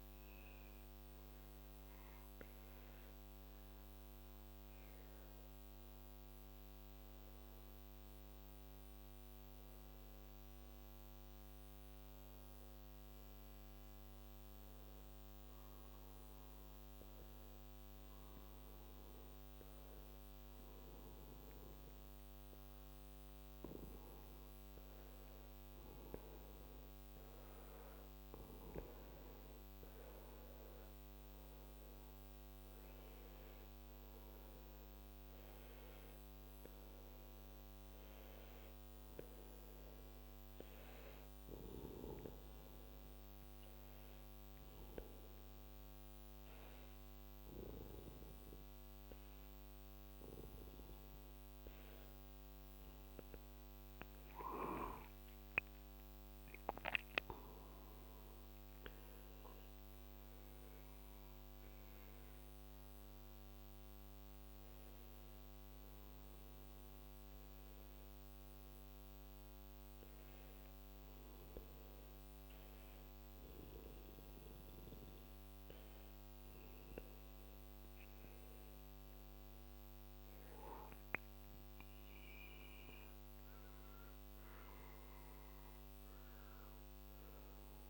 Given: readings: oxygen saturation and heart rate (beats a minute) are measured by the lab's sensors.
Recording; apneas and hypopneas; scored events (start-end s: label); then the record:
breathing in sleep by a microphone on the trachea; 3
5.00-23.50 s: hypopnea (oxygen 95% before, 92% lowest, heart rate 60 before, 51 extreme, up 2 after)
26.50-30.00 s: arousal
41.00-52.50 s: obstructive apnea (oxygen 95% before, 92% lowest, heart rate 55 before, 50 extreme, up 9 after)
54.50-58.00 s: arousal
67.50-80.50 s: hypopnea (oxygen 95% before, 91% lowest, heart rate 54 before, 51 extreme, up 8 after)
83.00-87.00 s: arousal
From the record:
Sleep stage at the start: N2 (light sleep); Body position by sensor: on the back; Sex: male